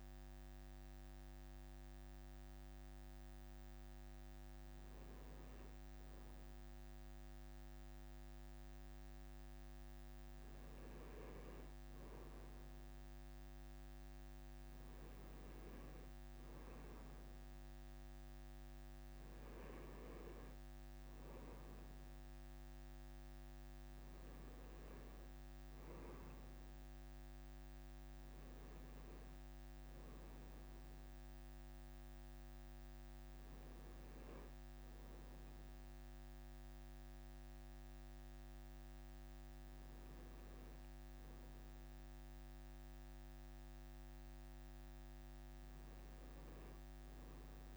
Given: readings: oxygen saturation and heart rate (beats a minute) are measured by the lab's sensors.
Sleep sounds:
breathing in sleep, hard to hear, by a microphone on the trachea; none
none scored
From the record:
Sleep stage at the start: N1 (lightest sleep); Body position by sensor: on the right side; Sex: male

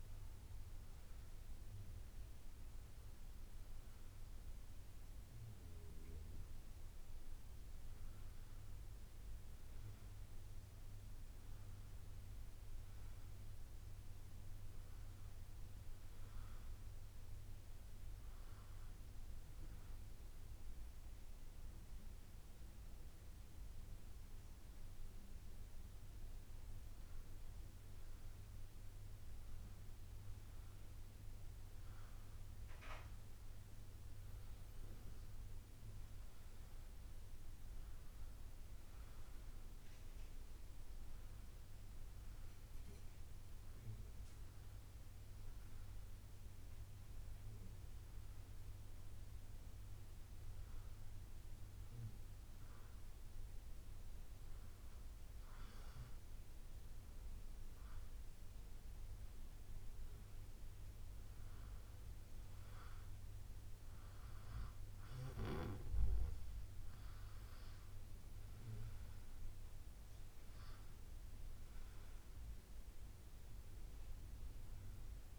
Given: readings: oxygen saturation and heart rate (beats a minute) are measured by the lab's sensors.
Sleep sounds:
breathing in sleep, hard to hear, by a room microphone; 1
4.50-6.50 s: long interval between heartbeats (device-marked, heart rate 61 before, 61 extreme)
7.50-9.50 s: bradycardia (device-marked, heart rate 83 before, 61 extreme)
44.50-48.50 s: arousal
51.00-62.00 s: hypopnea (oxygen 97% before, 94% lowest, heart rate 62 before, 59 extreme, up 1 after)
52.50-58.50 s: bradycardia (device-marked, heart rate 81 before, 59 extreme)
65.00-70.00 s: arousal
From the record:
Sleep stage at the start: N1 (lightest sleep); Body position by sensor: on the back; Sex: male

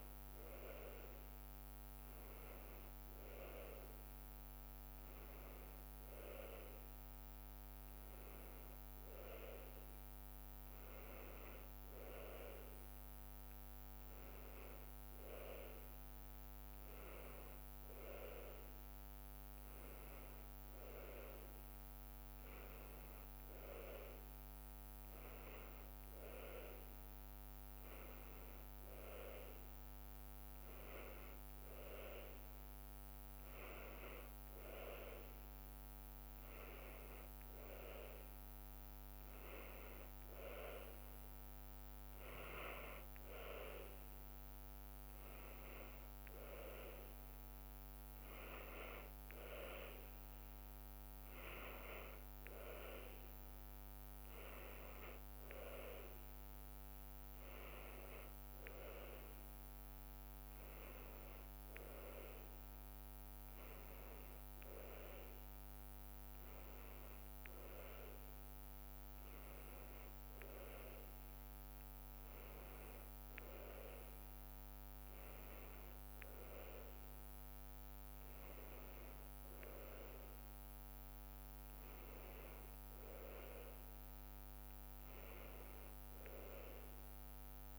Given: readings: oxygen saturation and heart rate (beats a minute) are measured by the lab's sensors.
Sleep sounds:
breathing in sleep by a microphone on the trachea; none
none scored
From the record:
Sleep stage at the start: N2 (light sleep); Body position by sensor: on the right side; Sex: female

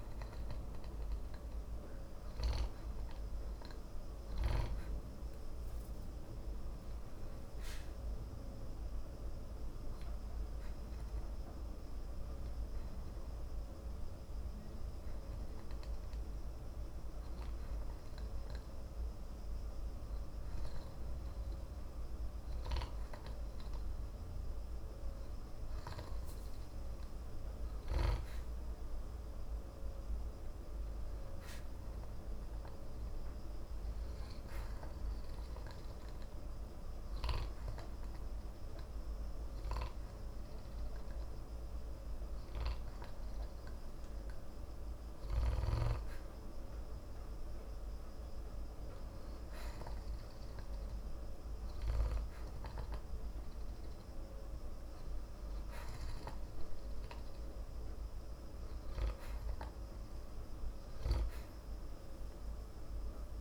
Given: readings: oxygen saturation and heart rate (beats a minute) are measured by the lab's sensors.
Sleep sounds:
breathing in sleep, hard to hear, by a room microphone; 2
10.50-22.50 s: obstructive apnea (oxygen 95% before, 89% lowest, heart rate 58 before, 56 extreme, up 1 after)
25.50-29.00 s: arousal
34.50-45.50 s: obstructive apnea (oxygen 94% before, 89% lowest, heart rate 56 before, 55 extreme, up 0 after)
48.00-51.50 s: arousal
60.50-63.41 s: oxygen desaturation (device-marked, oxygen 93% before, 89% lowest, heart rate 56 before, 55 extreme)
From the record:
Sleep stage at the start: N2 (light sleep); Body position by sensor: on the back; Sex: male

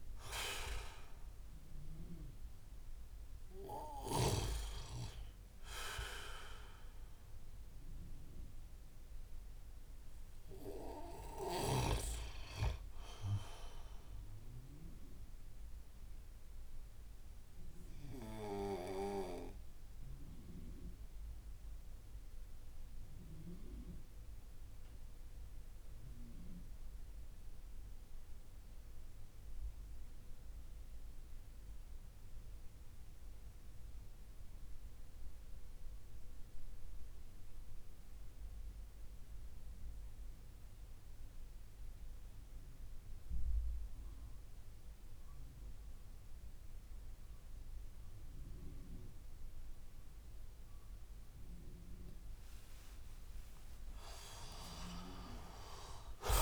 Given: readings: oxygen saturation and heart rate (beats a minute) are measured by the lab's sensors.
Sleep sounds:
breathing in sleep by a room microphone; 1
0.00-23.50 s: oxygen desaturation (device-marked, oxygen 88% lowest)
14.50-52.00 s: mixed apnea (oxygen 96% before, 88% lowest)
43.50-56.42 s: oxygen desaturation (device-marked, oxygen 98% before, 92% lowest)
52.50-56.42 s: arousal
From the record:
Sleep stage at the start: N2 (light sleep); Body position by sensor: on the back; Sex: male

